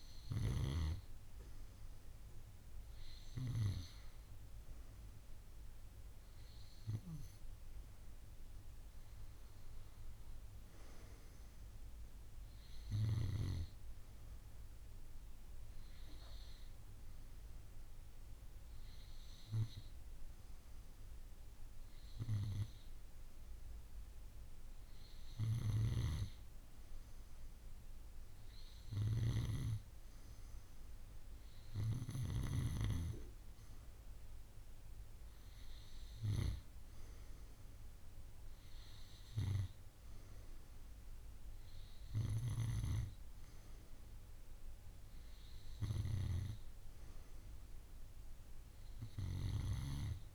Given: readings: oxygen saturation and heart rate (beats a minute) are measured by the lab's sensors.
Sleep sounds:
breathing in sleep by a room microphone; none
none scored
From the record:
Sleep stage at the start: N2 (light sleep); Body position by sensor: on the right side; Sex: female

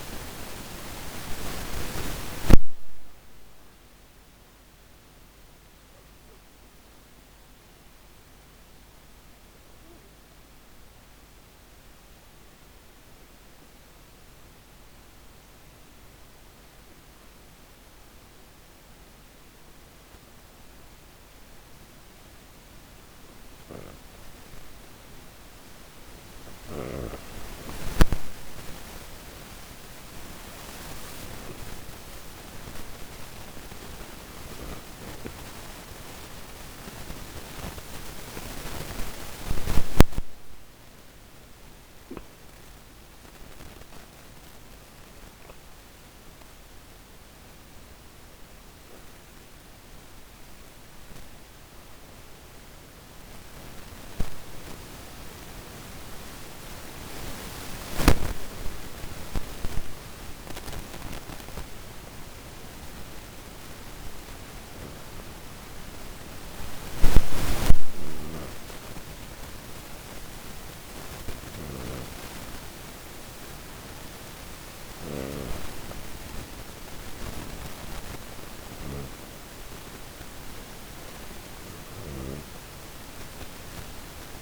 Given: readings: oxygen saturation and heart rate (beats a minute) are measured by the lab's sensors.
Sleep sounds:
breathing in sleep by a microphone on the trachea; 2
1.50-15.00 s: obstructive apnea (oxygen 96% before, 91% lowest)
16.50-21.00 s: arousal
30.00-45.00 s: oxygen desaturation (device-marked, oxygen 97% before, 91% lowest)
56.00-72.00 s: obstructive apnea (oxygen 97% before, 94% lowest)
71.00-75.00 s: snoring (device-marked)
73.50-77.00 s: arousal
74.00-84.42 s: oxygen desaturation (device-marked, oxygen 98% before, 94% lowest)
From the record:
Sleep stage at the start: N2 (light sleep); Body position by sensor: on the back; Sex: female

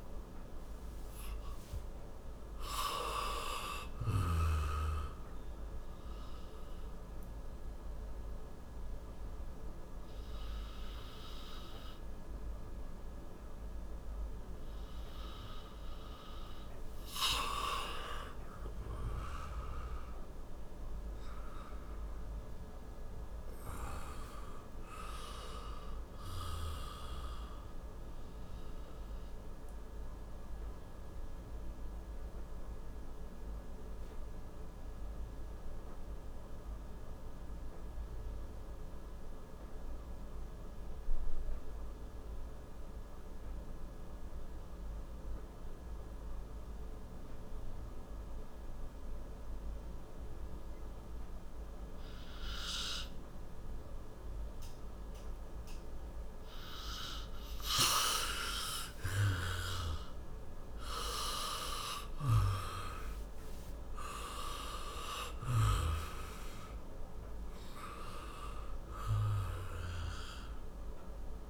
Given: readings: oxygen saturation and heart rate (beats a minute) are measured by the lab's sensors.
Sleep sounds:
breathing in sleep by a room microphone; 2
6.50-17.00 s: obstructive apnea (oxygen 98% before, 89% lowest, heart rate 71 before, 57 extreme, up 21 after)
9.50-30.50 s: oxygen desaturation (device-marked, oxygen 96% before, 89% lowest, heart rate 72 before, 57 extreme)
19.00-23.00 s: arousal
29.00-56.00 s: obstructive apnea (oxygen 96% before, 92% lowest, heart rate 68 before, 56 extreme, up 15 after)
54.50-71.50 s: new sleep stage, N2 (light sleep)
59.00-64.50 s: arousal
61.50-71.50 s: oxygen desaturation (device-marked, oxygen 97% before, 92% lowest, heart rate 61 before, 55 extreme)
From the record:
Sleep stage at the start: N1 (lightest sleep); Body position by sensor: on the back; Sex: male

